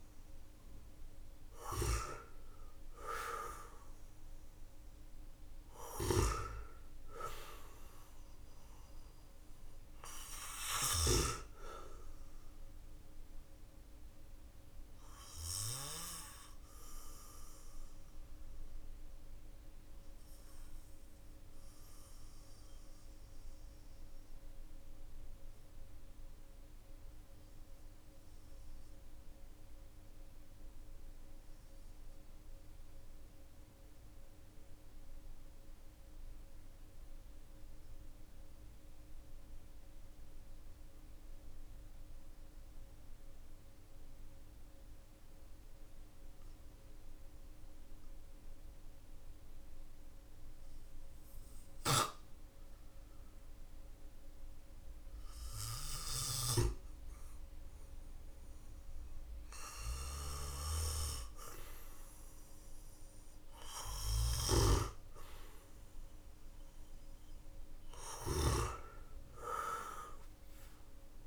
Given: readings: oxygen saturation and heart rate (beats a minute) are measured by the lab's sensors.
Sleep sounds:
breathing in sleep by a room microphone; 1
5.00-10.50 s: snoring (device-marked)
8.00-40.00 s: oxygen desaturation (device-marked, oxygen 95% before, 90% lowest, heart rate 54 before, 45 extreme)
12.00-54.50 s: obstructive apnea (oxygen 98% before, 90% lowest, heart rate 52 before, 45 extreme, up 14 after)
54.00-68.00 s: oxygen desaturation (device-marked, oxygen 99% before, 95% lowest, heart rate 53 before, 42 extreme)
56.50-62.00 s: arousal
59.50-68.00 s: snoring (device-marked)
From the record:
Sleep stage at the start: N2 (light sleep); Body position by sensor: on the back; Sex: male

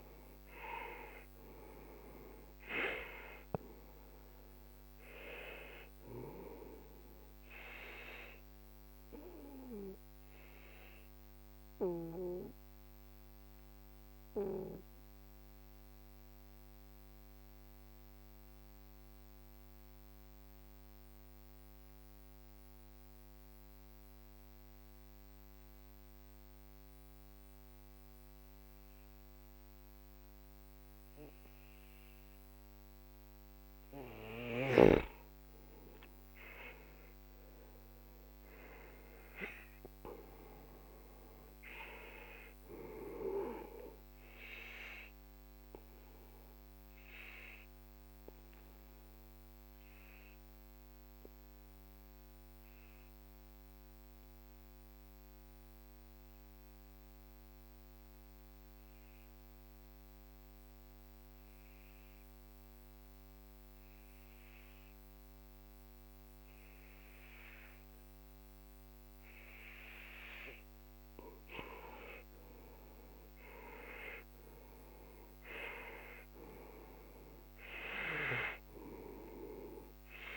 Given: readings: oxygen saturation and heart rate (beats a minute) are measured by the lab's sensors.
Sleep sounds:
breathing in sleep by a microphone on the trachea; 2
0.00-2.00 s: arousal
0.00-22.50 s: oxygen desaturation (device-marked, oxygen 89% lowest, heart rate 41 extreme)
8.50-35.50 s: obstructive apnea (oxygen 97% before, 89% lowest, heart rate 56 before, 41 extreme, up 11 after)
34.50-49.50 s: oxygen desaturation (device-marked, oxygen 97% before, 91% lowest, heart rate 47 before, 42 extreme)
37.50-42.00 s: arousal
45.50-69.50 s: obstructive apnea (oxygen 97% before, 89% lowest, heart rate 55 before, 42 extreme, up 14 after)
71.50-76.00 s: arousal
73.50-80.37 s: oxygen desaturation (device-marked, oxygen 97% before, 89% lowest, heart rate 49 before, 45 extreme)
From the record:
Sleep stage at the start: N2 (light sleep); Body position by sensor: on the back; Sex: male

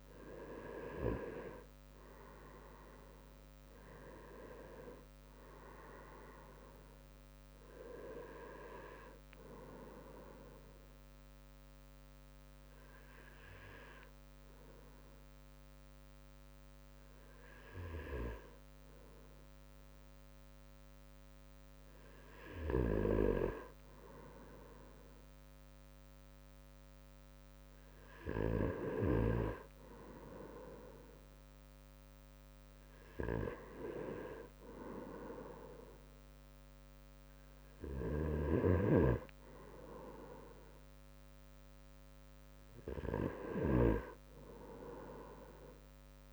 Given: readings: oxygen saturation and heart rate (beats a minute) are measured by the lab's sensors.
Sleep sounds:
breathing in sleep by a microphone on the trachea; 1
1.00-21.00 s: oxygen desaturation (device-marked, oxygen 97% before, 94% lowest, heart rate 63 before, 56 extreme)
10.50-22.00 s: obstructive apnea (oxygen 97% before, 94% lowest, heart rate 64 before, 56 extreme, up 6 after)
24.50-28.00 s: arousal
From the record:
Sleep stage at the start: N2 (light sleep); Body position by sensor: on the right side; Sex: male

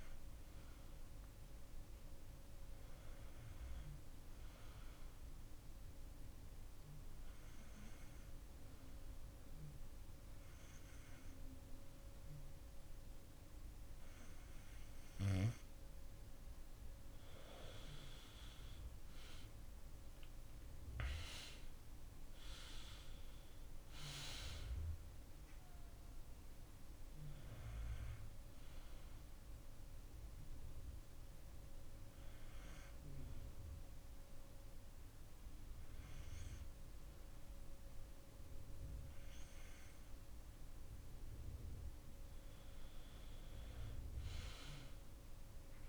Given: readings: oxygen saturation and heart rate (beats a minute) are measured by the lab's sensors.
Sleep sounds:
breathing in sleep by a room microphone; 2
0.50-14.50 s: hypopnea (oxygen 95% before, 89% lowest)
17.50-21.50 s: arousal
22.50-40.50 s: oxygen desaturation (device-marked, oxygen 94% before, 89% lowest)
29.00-41.50 s: hypopnea (oxygen 94% before, 89% lowest)
From the record:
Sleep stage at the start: N2 (light sleep); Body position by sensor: on the back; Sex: male

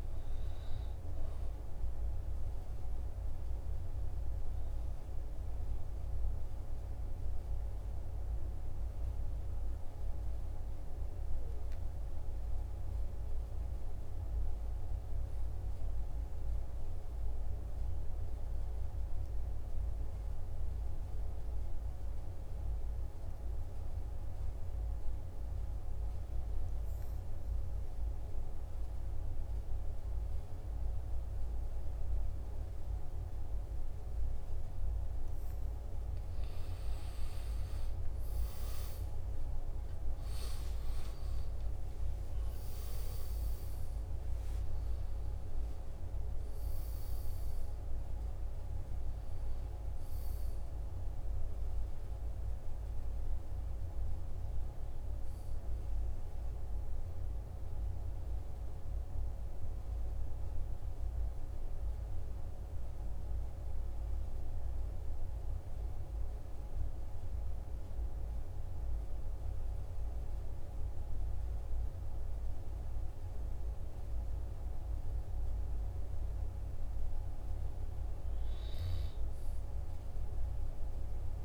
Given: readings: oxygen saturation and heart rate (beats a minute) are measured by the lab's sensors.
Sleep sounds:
breathing in sleep, hard to hear, by a room microphone; 2
6.00-34.00 s: obstructive apnea (oxygen 97% before, 93% lowest, heart rate 47 before, 43 extreme, up 4 after)
36.00-57.00 s: oxygen desaturation (device-marked, oxygen 98% before, 93% lowest, heart rate 46 before, 43 extreme)
36.50-41.50 s: arousal
57.00-72.00 s: central apnea (oxygen 98% before, 93% lowest, heart rate 48 before, 44 extreme, up 3 after)
74.00-78.50 s: arousal
From the record:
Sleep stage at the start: N2 (light sleep); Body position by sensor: on the back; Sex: male

